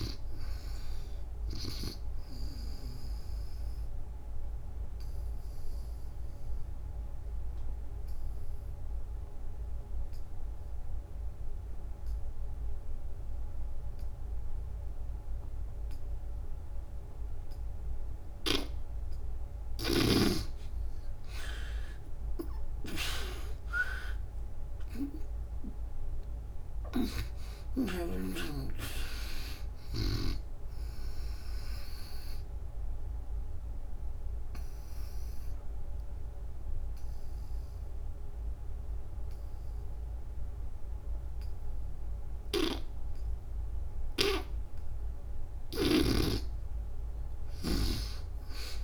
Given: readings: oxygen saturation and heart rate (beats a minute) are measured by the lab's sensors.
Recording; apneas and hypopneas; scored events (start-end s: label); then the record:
breathing in sleep by a room microphone; 2
0.00-14.00 s: oxygen desaturation (device-marked, oxygen 73% lowest, heart rate 69 extreme)
3.50-18.00 s: obstructive apnea (oxygen 90% before, 73% lowest, heart rate 89 before, 67 extreme, up 49 after)
16.00-42.00 s: oxygen desaturation (device-marked, oxygen 97% before, 74% lowest, heart rate 85 before, 67 extreme)
20.50-25.00 s: arousal
31.00-44.50 s: obstructive apnea (oxygen 97% before, 74% lowest, heart rate 92 before, 65 extreme, up 25 after)
45.00-48.84 s: snoring (device-marked)
From the record:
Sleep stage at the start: N2 (light sleep); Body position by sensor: on the back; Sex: female